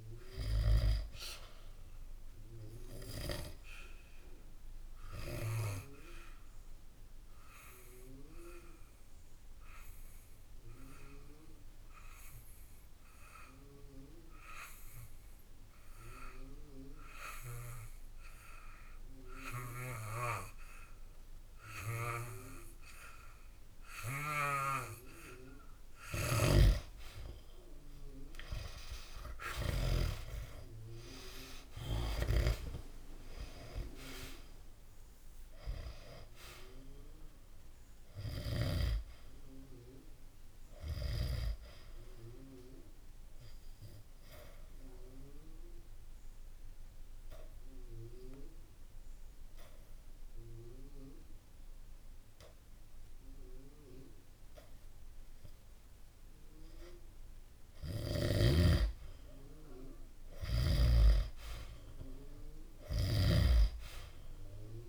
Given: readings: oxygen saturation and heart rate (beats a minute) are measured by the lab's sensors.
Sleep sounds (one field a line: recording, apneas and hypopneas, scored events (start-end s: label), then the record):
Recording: breathing in sleep by a room microphone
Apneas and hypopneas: 2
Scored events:
2.00-24.00 s: obstructive apnea (oxygen 98% before, 89% lowest, heart rate 65 before, 66 extreme, up 1 after)
3.50-17.50 s: oxygen desaturation (device-marked, oxygen 98% before, 90% lowest, heart rate 65 before, 66 extreme)
25.50-52.50 s: oxygen desaturation (device-marked, oxygen 96% before, 89% lowest, heart rate 67 before, 64 extreme)
26.00-29.50 s: snoring (device-marked)
29.00-35.00 s: arousal
42.00-57.00 s: obstructive apnea (oxygen 96% before, 89% lowest, heart rate 68 before, 64 extreme)
60.50-64.89 s: arousal
63.00-64.89 s: snoring (device-marked)
From the record:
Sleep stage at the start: N2 (light sleep)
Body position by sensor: on the back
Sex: male